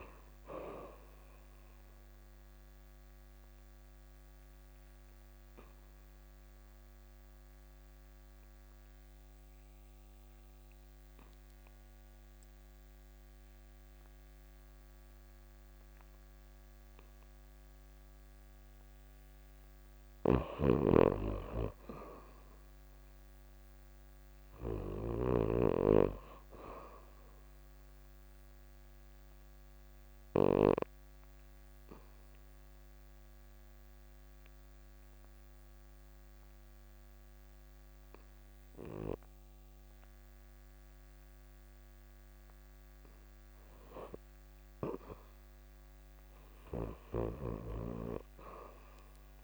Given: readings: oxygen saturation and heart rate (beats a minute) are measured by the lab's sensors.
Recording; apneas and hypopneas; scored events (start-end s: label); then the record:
breathing in sleep by a microphone on the trachea; 2
0.50-12.50 s: oxygen desaturation (device-marked, oxygen 98% before, 92% lowest, heart rate 91 before, 86 extreme)
2.00-17.50 s: mixed apnea (oxygen 98% before, 78% lowest, heart rate 91 before, 86 extreme, up 0 after)
17.50-39.50 s: oxygen desaturation (device-marked, oxygen 94% before, 80% lowest, heart rate 90 before, 86 extreme)
19.00-24.50 s: snoring (device-marked)
22.00-25.50 s: arousal
27.50-42.50 s: obstructive apnea (oxygen 96% before, 78% lowest, heart rate 88 before, 86 extreme, up 0 after)
41.50-49.44 s: oxygen desaturation (device-marked, oxygen 91% before, 78% lowest, heart rate 89 before, 87 extreme)
45.50-49.44 s: arousal
46.00-49.44 s: snoring (device-marked)
From the record:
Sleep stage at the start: REM sleep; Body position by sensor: on the back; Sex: female